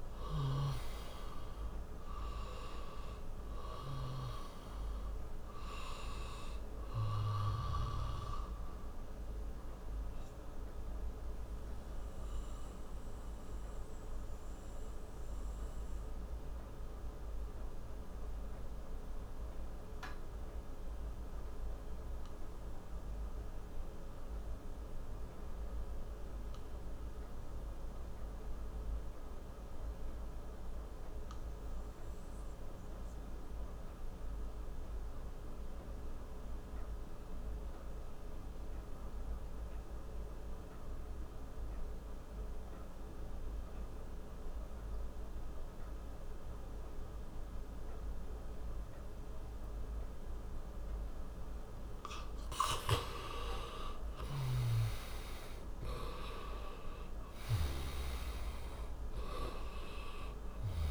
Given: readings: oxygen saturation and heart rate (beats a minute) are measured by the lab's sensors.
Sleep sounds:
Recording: breathing in sleep by a room microphone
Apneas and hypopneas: 1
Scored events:
0.00-2.00 s: arousal
0.00-32.50 s: oxygen desaturation (device-marked, oxygen 82% lowest)
8.00-48.50 s: hypopnea (oxygen 97% before, 82% lowest)
51.50-60.91 s: oxygen desaturation (device-marked, oxygen 97% before, 85% lowest)
52.00-57.00 s: arousal
From the record:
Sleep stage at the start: N2 (light sleep)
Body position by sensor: on the back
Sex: male

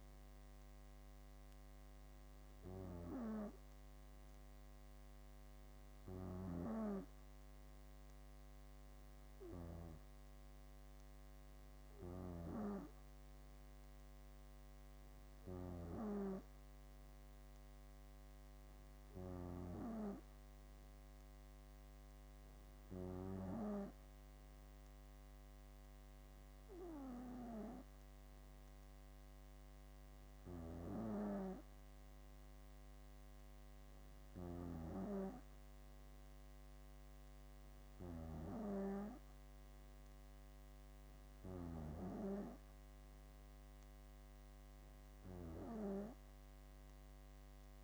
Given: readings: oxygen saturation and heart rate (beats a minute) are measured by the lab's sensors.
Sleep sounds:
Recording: breathing in sleep by a microphone on the trachea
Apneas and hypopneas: none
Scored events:
none scored
From the record:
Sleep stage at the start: N2 (light sleep)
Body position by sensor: on the back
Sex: female

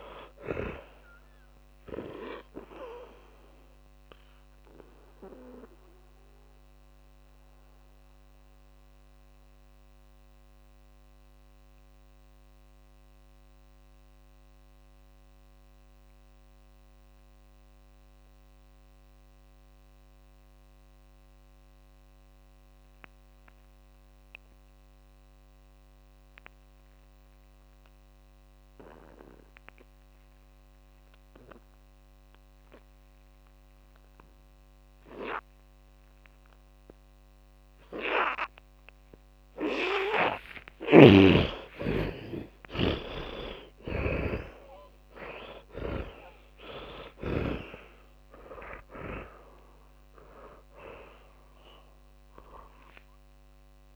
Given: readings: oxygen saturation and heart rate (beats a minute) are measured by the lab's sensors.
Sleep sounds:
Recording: breathing in sleep by a microphone on the trachea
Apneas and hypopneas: 1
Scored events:
0.00-22.50 s: oxygen desaturation (device-marked, oxygen 79% lowest, heart rate 46 extreme)
3.00-40.00 s: mixed apnea (oxygen 100% before, 77% lowest, heart rate 60 before, 46 extreme, up 33 after)
30.50-53.95 s: oxygen desaturation (device-marked, oxygen 100% before, 77% lowest, heart rate 55 before, 46 extreme)
40.50-47.50 s: snoring (device-marked)
41.00-47.00 s: arousal
From the record:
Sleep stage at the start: N2 (light sleep)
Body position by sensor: on the back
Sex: male

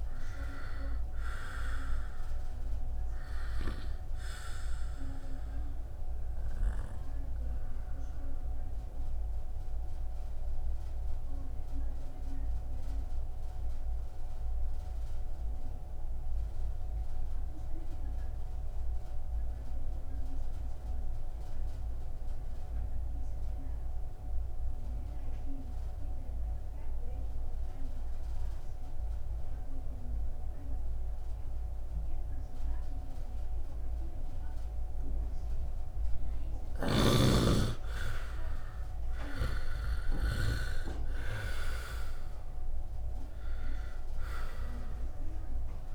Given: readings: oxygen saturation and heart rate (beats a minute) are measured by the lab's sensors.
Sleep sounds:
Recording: breathing in sleep by a room microphone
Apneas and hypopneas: 1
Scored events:
0.00-21.50 s: oxygen desaturation (device-marked, oxygen 87% lowest, heart rate 54 extreme)
5.00-35.50 s: obstructive apnea (oxygen 97% before, 84% lowest, heart rate 61 before, 54 extreme, up 1 after)
36.50-40.50 s: snoring (device-marked)
36.50-45.95 s: oxygen desaturation (device-marked, oxygen 98% before, 84% lowest, heart rate 63 before, 52 extreme)
38.00-41.00 s: arousal
From the record:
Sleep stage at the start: N2 (light sleep)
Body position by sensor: on the right side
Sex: male

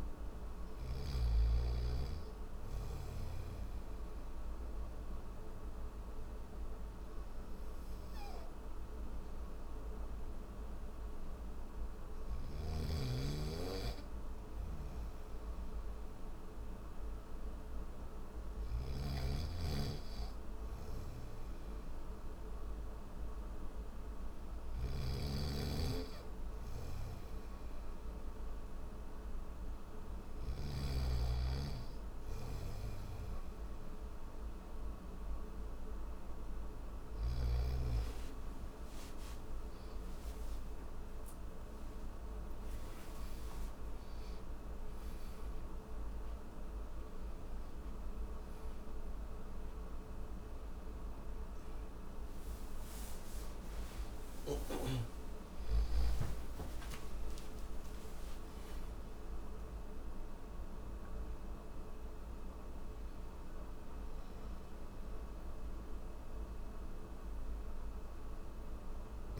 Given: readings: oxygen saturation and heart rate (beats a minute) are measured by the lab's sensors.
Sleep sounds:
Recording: breathing in sleep by a room microphone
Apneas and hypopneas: none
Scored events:
12.00-30.50 s: snoring (device-marked)
From the record:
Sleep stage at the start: N3 (deep sleep)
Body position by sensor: on the back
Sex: male

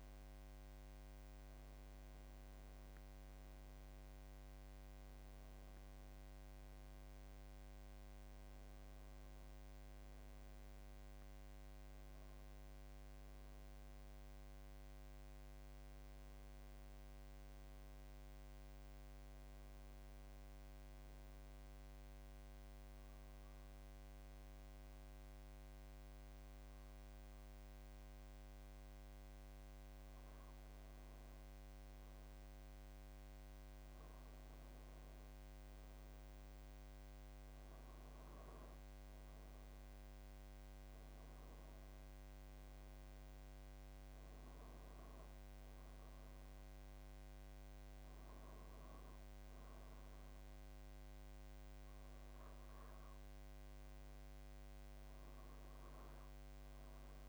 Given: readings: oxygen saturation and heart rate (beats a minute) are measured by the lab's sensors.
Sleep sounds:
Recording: breathing in sleep, hard to hear, by a microphone on the trachea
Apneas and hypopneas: none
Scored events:
none scored
From the record:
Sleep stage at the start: N2 (light sleep)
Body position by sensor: on the back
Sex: male

